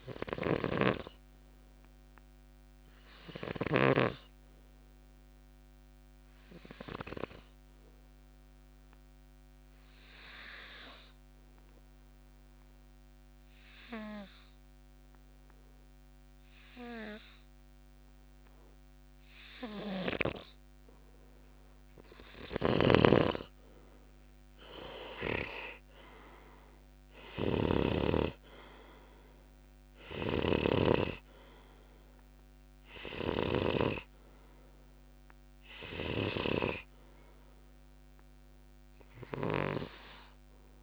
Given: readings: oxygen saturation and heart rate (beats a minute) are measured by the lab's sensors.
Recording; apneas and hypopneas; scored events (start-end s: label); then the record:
breathing in sleep by a microphone on the trachea; 1
0.00-18.00 s: oxygen desaturation (device-marked, oxygen 89% lowest, heart rate 61 extreme)
0.50-4.00 s: snoring (device-marked)
7.00-20.50 s: obstructive apnea (oxygen 96% before, 89% lowest, heart rate 62 before, 61 extreme, up 13 after)
22.50-26.50 s: arousal
22.50-28.00 s: snoring (device-marked)
30.00-34.00 s: snoring (device-marked)
From the record:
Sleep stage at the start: N2 (light sleep); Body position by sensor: on the back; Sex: male